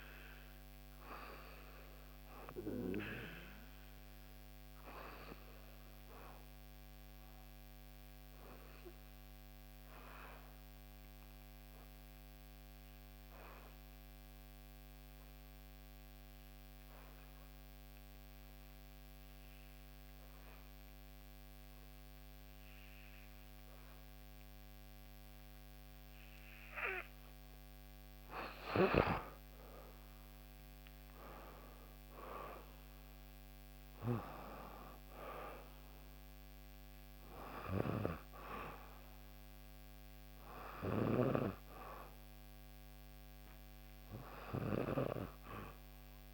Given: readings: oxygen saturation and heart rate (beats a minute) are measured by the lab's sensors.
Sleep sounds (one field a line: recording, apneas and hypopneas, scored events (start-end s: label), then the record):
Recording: breathing in sleep by a microphone on the trachea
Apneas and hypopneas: 1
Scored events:
0.00-12.00 s: oxygen desaturation (device-marked, oxygen 88% lowest, heart rate 59 extreme)
3.00-26.00 s: obstructive apnea (oxygen 95% before, 88% lowest, heart rate 62 before, 58 extreme, up 4 after)
27.00-46.33 s: oxygen desaturation (device-marked, oxygen 97% before, 88% lowest, heart rate 59 before, 57 extreme)
28.00-32.00 s: arousal
From the record:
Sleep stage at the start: N2 (light sleep)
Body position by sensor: on the back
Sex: female